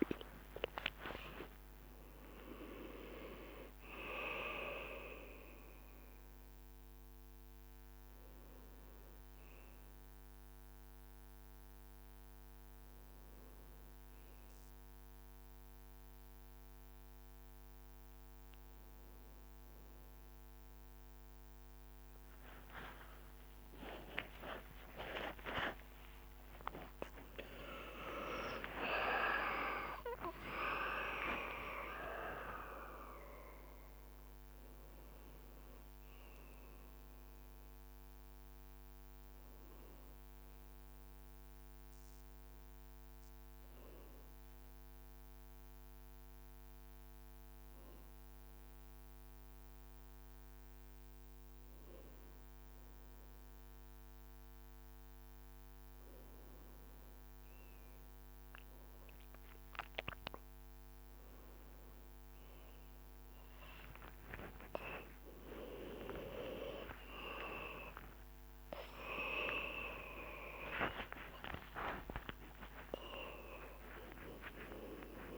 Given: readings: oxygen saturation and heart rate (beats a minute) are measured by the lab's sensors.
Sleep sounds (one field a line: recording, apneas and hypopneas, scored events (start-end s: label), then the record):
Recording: a person awake in a sleep study, by a microphone on the trachea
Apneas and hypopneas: 1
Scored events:
0.00-5.00 s: leg movement (device-marked)
21.50-32.50 s: tachycardia (device-marked, heart rate 61 before, 168 extreme)
23.50-25.50 s: long interval between heartbeats (device-marked, heart rate 64 before, 79 extreme)
26.00-28.00 s: long interval between heartbeats (device-marked, heart rate 66 before, 125 extreme)
28.00-30.00 s: long interval between heartbeats (device-marked, heart rate 71 before, 143 extreme)
30.00-32.00 s: long interval between heartbeats (device-marked, heart rate 79 before, 154 extreme)
35.50-40.50 s: oxygen desaturation (device-marked, oxygen 98% before, 95% lowest, heart rate 101 before, 57 extreme)
40.00-55.00 s: hypopnea (oxygen 98% before, 93% lowest, heart rate 106 before, 57 extreme, up 2 after)
61.50-75.38 s: oxygen desaturation (device-marked, oxygen 98% before, 93% lowest, heart rate 59 before, 55 extreme)
62.50-75.38 s: tachycardia (device-marked, heart rate 62 before, 162 extreme)
65.00-67.00 s: long interval between heartbeats (device-marked, heart rate 59 before, 100 extreme)
68.00-70.00 s: long interval between heartbeats (device-marked, heart rate 67 before, 142 extreme)
70.00-72.00 s: long interval between heartbeats (device-marked, heart rate 75 before, 150 extreme)
74.00-75.38 s: long interval between heartbeats (device-marked, heart rate 93 before, 136 extreme)
From the record:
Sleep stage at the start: awake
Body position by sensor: on the back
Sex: male